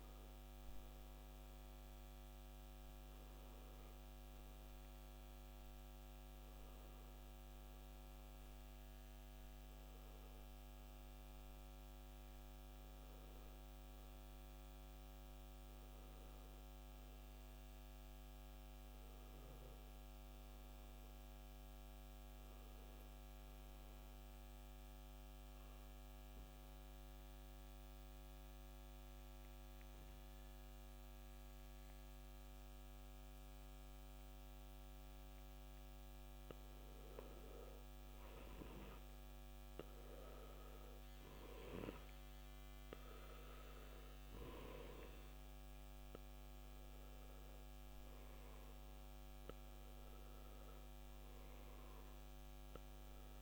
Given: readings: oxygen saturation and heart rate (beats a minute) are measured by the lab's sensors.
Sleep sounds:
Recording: breathing in sleep, hard to hear, by a microphone on the trachea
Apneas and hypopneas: 1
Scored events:
11.00-17.00 s: oxygen desaturation (device-marked, oxygen 95% before, 90% lowest, heart rate 70 before, 52 extreme)
19.00-23.00 s: arousal
26.50-38.50 s: mixed apnea (oxygen 99% before, 92% lowest, heart rate 63 before, 52 extreme, up 4 after)
32.00-53.42 s: new sleep stage, N2 (light sleep)
39.00-53.42 s: oxygen desaturation (device-marked, oxygen 99% before, 92% lowest, heart rate 57 before, 55 extreme)
42.50-47.00 s: arousal
From the record:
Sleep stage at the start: N1 (lightest sleep)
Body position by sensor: on the back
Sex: male

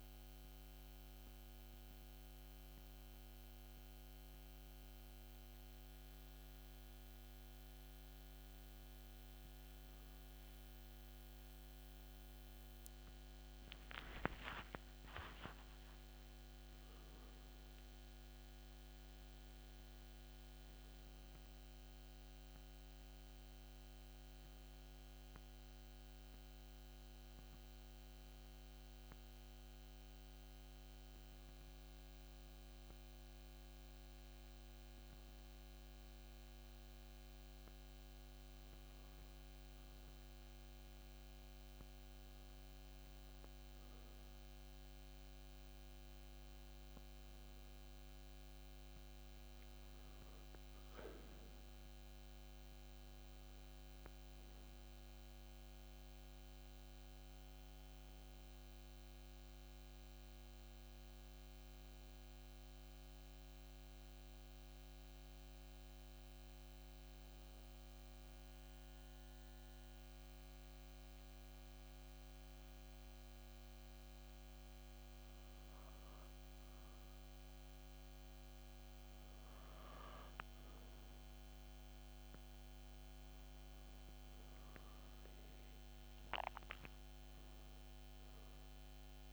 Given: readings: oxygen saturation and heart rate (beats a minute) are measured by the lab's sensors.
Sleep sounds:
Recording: a person partly awake in a sleep study, hard to hear, by a microphone on the trachea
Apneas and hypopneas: 2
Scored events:
30.00-89.33 s: new sleep stage, N1 (lightest sleep)
30.50-43.50 s: hypopnea (oxygen 97% before, 93% lowest)
46.50-50.00 s: arousal
63.50-76.50 s: hypopnea (oxygen 97% before, 93% lowest)
79.00-83.00 s: arousal
84.00-89.33 s: oxygen desaturation (device-marked, oxygen 97% before, 93% lowest)
From the record:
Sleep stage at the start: awake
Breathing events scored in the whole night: 169 in 4.5 hours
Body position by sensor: on the back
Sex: male

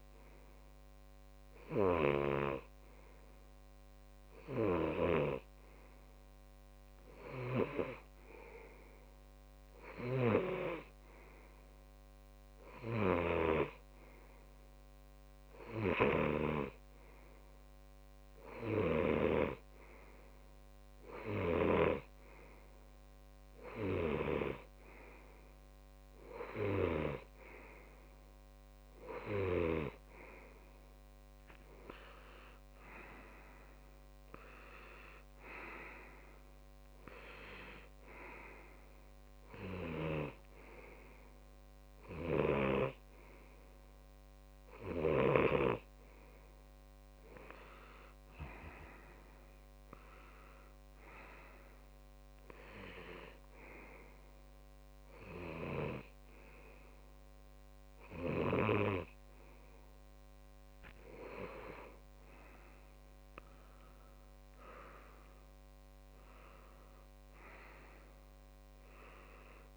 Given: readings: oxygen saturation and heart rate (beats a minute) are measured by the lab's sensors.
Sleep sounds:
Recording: breathing in sleep by a microphone on the trachea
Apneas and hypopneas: none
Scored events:
1.00-3.00 s: long interval between heartbeats (device-marked)
20.50-22.50 s: long interval between heartbeats (device-marked)
65.50-68.50 s: arousal
From the record:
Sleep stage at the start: N2 (light sleep)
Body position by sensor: on the left side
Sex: male

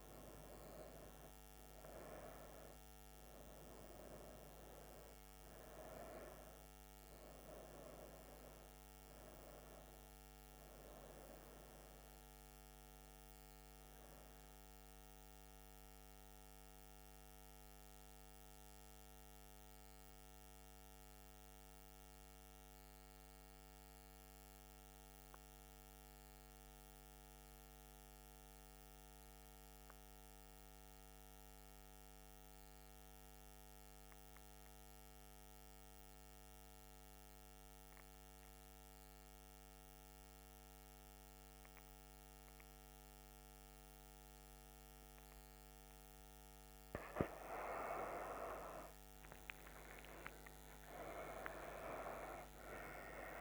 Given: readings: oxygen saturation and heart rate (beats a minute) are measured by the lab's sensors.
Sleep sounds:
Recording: breathing in sleep by a microphone on the trachea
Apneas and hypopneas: 1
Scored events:
0.00-8.00 s: oxygen desaturation (device-marked, oxygen 93% lowest, heart rate 66 extreme)
15.00-46.00 s: mixed apnea (oxygen 97% before, 90% lowest, heart rate 79 before, 66 extreme, up 9 after)
41.00-53.41 s: oxygen desaturation (device-marked, oxygen 98% before, 90% lowest, heart rate 69 before, 66 extreme)
48.00-53.00 s: arousal
From the record:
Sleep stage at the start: N2 (light sleep)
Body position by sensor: on the back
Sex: female

